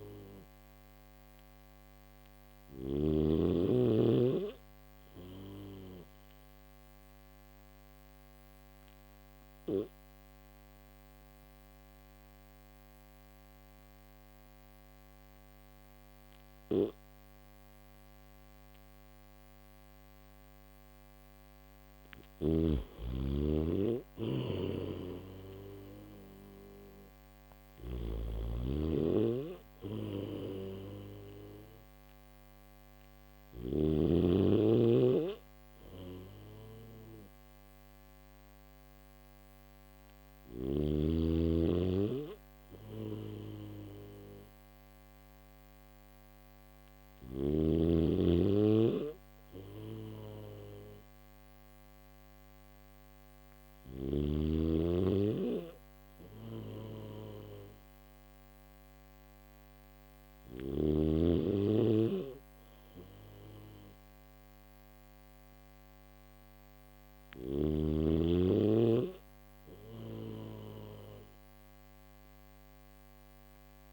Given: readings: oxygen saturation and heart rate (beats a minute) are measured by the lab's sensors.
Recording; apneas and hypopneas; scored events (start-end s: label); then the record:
breathing in sleep by a microphone on the trachea; none
24.00-33.00 s: snoring (device-marked)
33.50-49.50 s: oxygen desaturation (device-marked, oxygen 96% before, 92% lowest, heart rate 72 before, 69 extreme)
From the record:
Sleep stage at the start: N3 (deep sleep); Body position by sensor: on the back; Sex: male